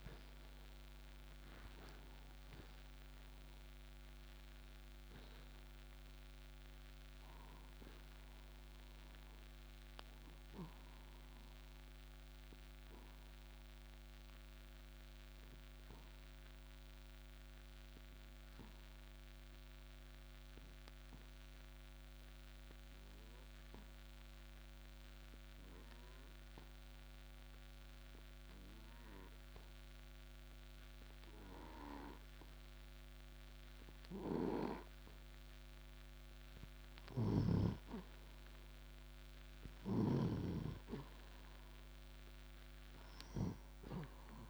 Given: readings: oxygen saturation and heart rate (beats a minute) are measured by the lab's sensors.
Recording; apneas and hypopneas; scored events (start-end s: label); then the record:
breathing in sleep by a microphone on the trachea; 1
0.00-28.50 s: oxygen desaturation (device-marked, oxygen 87% lowest)
14.00-35.50 s: obstructive apnea (oxygen 96% before, 84% lowest)
38.00-41.50 s: arousal
41.50-44.50 s: oxygen desaturation (device-marked, oxygen 97% before, 84% lowest)
From the record:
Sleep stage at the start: N2 (light sleep); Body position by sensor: on the right side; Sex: male